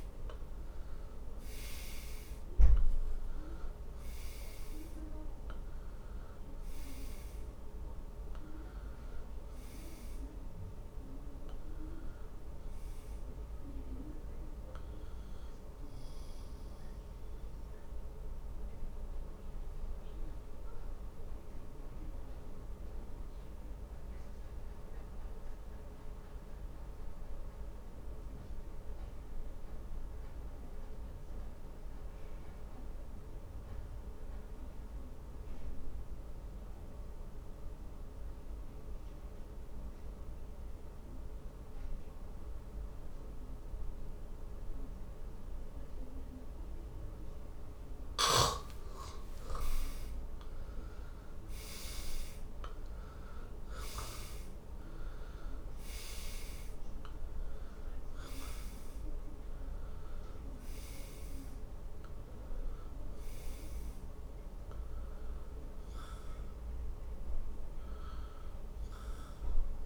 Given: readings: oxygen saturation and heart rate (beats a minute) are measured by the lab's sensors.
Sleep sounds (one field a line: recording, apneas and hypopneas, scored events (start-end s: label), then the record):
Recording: breathing in sleep, hard to hear, by a room microphone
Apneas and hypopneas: 1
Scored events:
0.00-35.00 s: oxygen desaturation (device-marked, oxygen 77% lowest, heart rate 49 extreme)
17.50-47.50 s: obstructive apnea (oxygen 97% before, 77% lowest, heart rate 71 before, 49 extreme, up 17 after)
48.50-53.00 s: arousal
55.00-69.86 s: oxygen desaturation (device-marked, oxygen 98% before, 83% lowest, heart rate 54 before, 48 extreme)
From the record:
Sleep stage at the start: N2 (light sleep)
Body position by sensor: on the back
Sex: male